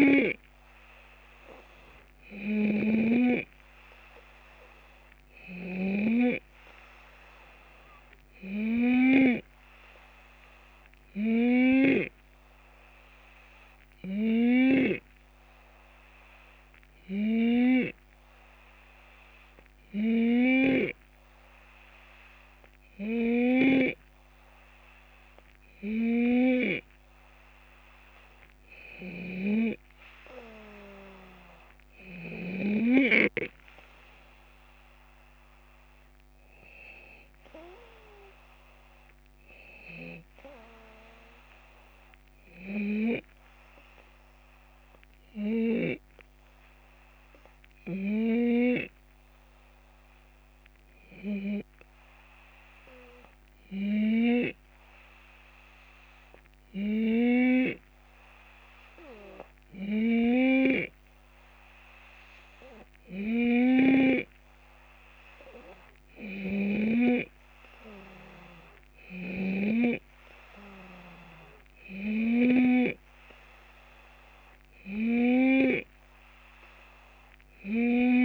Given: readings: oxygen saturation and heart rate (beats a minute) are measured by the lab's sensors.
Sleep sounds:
breathing in sleep by a microphone on the trachea; none
0.00-12.00 s: snoring (device-marked)
63.50-67.00 s: snoring (device-marked)
From the record:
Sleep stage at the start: N2 (light sleep); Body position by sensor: on the left side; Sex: male

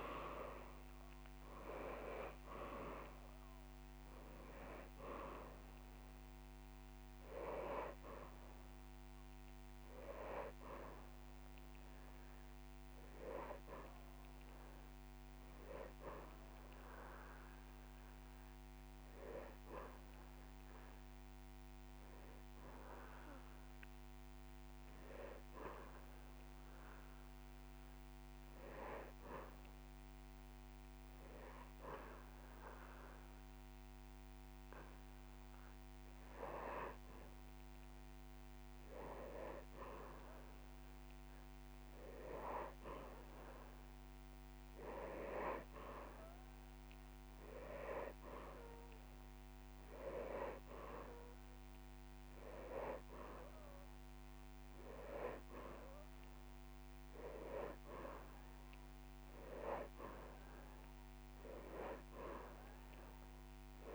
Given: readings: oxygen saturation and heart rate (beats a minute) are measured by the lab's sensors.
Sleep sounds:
breathing in sleep by a microphone on the trachea; 1
1.50-38.50 s: oxygen desaturation (device-marked, oxygen 97% before, 87% lowest)
20.50-22.50 s: long interval between heartbeats (device-marked)
21.50-36.50 s: hypopnea (oxygen 97% before, 87% lowest)
41.50-46.00 s: arousal
48.50-50.50 s: long interval between heartbeats (device-marked)
52.50-63.95 s: oxygen desaturation (device-marked, oxygen 99% before, 95% lowest)
56.00-58.00 s: long interval between heartbeats (device-marked)
From the record:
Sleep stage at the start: N2 (light sleep); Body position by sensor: on the back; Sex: male

